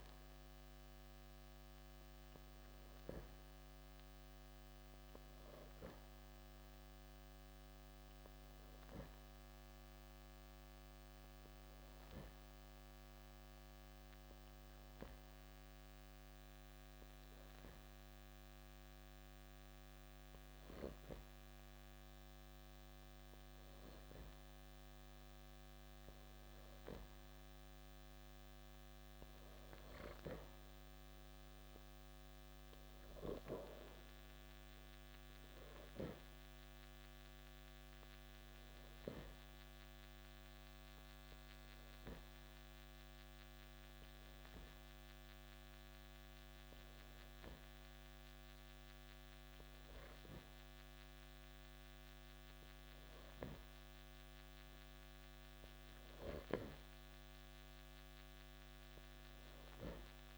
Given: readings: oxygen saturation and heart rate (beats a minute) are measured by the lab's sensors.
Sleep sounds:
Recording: breathing in sleep by a microphone on the trachea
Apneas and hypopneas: 2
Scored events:
0.00-2.50 s: oxygen desaturation (device-marked, oxygen 91% lowest, heart rate 44 extreme)
6.50-10.50 s: arousal
12.50-27.00 s: hypopnea (oxygen 95% before, 90% lowest, heart rate 57 before, 57 extreme)
28.50-31.50 s: arousal
34.50-53.50 s: oxygen desaturation (device-marked, oxygen 94% before, 90% lowest, heart rate 76 before, 69 extreme)
41.00-52.00 s: hypopnea (oxygen 94% before, 90% lowest, heart rate 74 before, 69 extreme)
54.00-57.50 s: arousal
From the record:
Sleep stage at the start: N2 (light sleep)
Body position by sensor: on the back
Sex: male

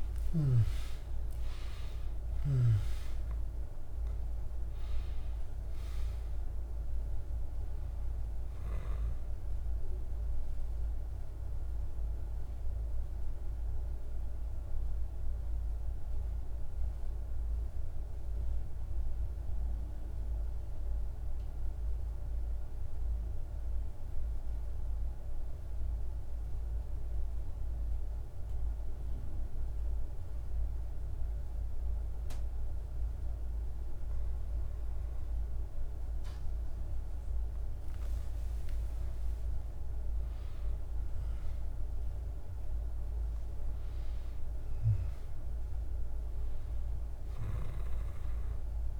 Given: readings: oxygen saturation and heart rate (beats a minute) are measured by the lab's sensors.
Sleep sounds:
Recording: breathing in sleep, hard to hear, by a room microphone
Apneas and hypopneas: 1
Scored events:
0.00-21.50 s: oxygen desaturation (device-marked, oxygen 87% lowest, heart rate 47 extreme)
12.00-37.00 s: mixed apnea (oxygen 98% before, 87% lowest, heart rate 68 before, 47 extreme, up 15 after)
37.50-42.00 s: arousal
41.50-49.00 s: oxygen desaturation (device-marked, oxygen 98% before, 91% lowest, heart rate 51 before, 45 extreme)
From the record:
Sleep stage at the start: N2 (light sleep)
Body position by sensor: on the back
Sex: male

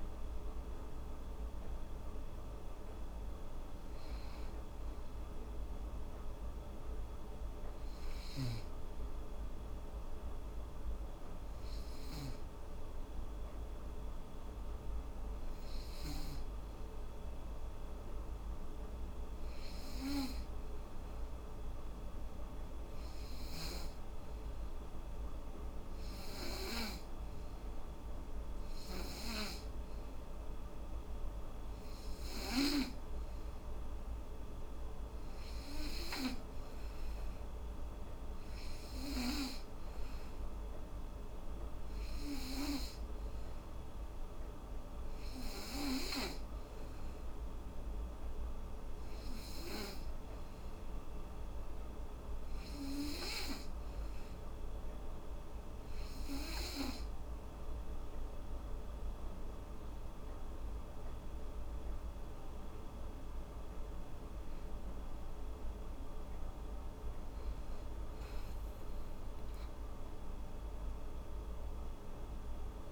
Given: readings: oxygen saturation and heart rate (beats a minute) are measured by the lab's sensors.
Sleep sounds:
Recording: breathing in sleep by a room microphone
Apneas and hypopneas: 1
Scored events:
0.00-19.50 s: oxygen desaturation (device-marked, oxygen 88% lowest, heart rate 77 extreme)
22.00-57.50 s: hypopnea (oxygen 96% before, 89% lowest, heart rate 80 before, 80 extreme, up 3 after)
60.00-64.00 s: arousal
From the record:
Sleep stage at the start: N2 (light sleep)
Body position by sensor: on the back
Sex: female

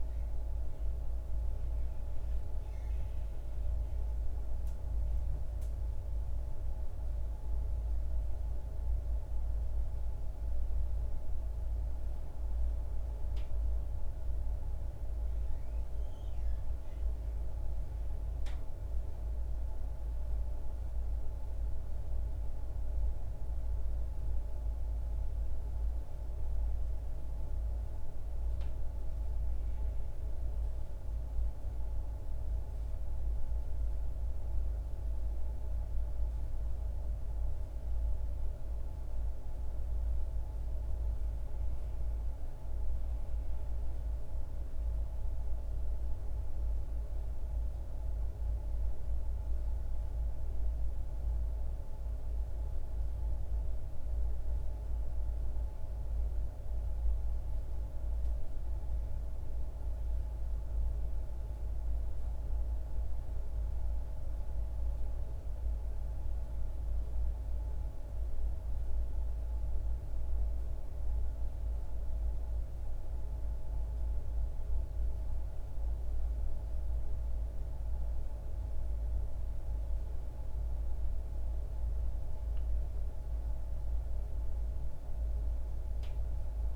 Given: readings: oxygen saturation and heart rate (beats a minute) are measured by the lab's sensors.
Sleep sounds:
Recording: a person awake in a sleep study, hard to hear, by a room microphone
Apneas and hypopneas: none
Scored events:
none scored
From the record:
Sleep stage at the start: awake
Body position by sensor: on the back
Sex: male

